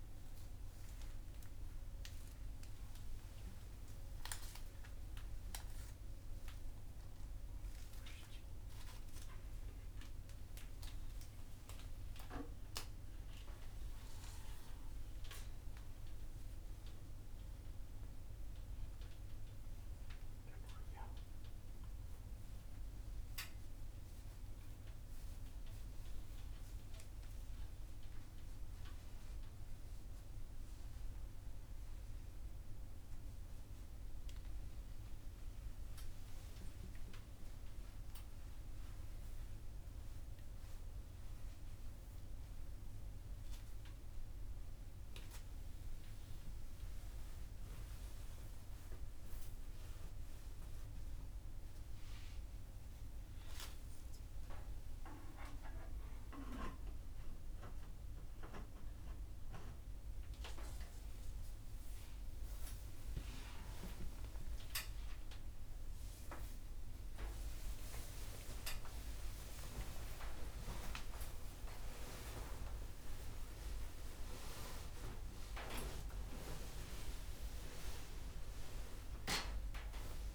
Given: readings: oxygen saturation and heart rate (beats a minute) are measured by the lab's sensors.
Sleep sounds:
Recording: a person awake in a sleep study, by a room microphone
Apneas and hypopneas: none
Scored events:
58.00-74.00 s: oxygen desaturation (device-marked, oxygen 98% before, 95% lowest, heart rate 89 before, 89 extreme)
From the record:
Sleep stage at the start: awake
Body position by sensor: upright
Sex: male

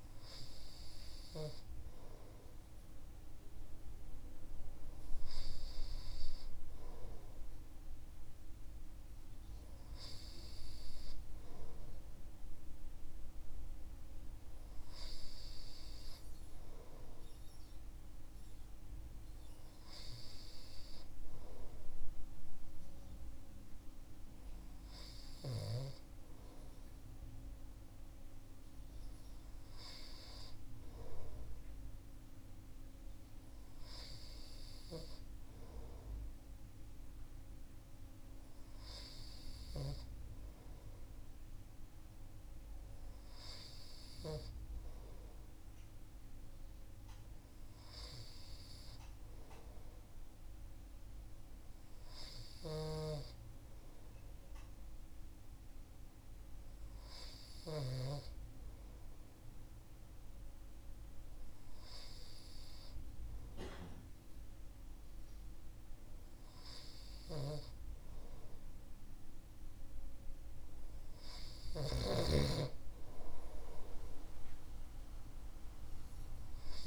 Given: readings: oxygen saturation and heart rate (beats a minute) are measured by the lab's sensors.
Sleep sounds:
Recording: breathing in sleep by a room microphone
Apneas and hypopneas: none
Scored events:
52.00-57.50 s: snoring (device-marked)
67.00-76.87 s: snoring (device-marked)
From the record:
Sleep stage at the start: N2 (light sleep)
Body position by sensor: on the right side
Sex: male

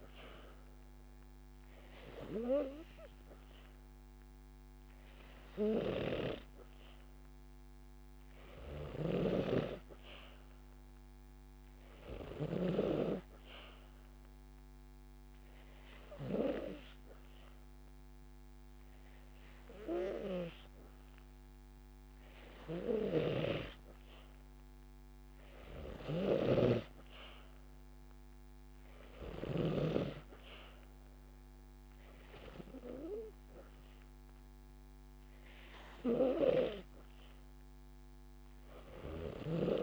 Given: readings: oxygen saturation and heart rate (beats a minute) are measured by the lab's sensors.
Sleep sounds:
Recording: breathing in sleep by a microphone on the trachea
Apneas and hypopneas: none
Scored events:
0.50-2.50 s: long interval between heartbeats (device-marked)
3.50-6.50 s: drop in pulse transit time (device-marked)
5.00-7.00 s: long interval between heartbeats (device-marked)
25.50-27.50 s: long interval between heartbeats (device-marked)
From the record:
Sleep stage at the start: N2 (light sleep)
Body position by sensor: on the back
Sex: female

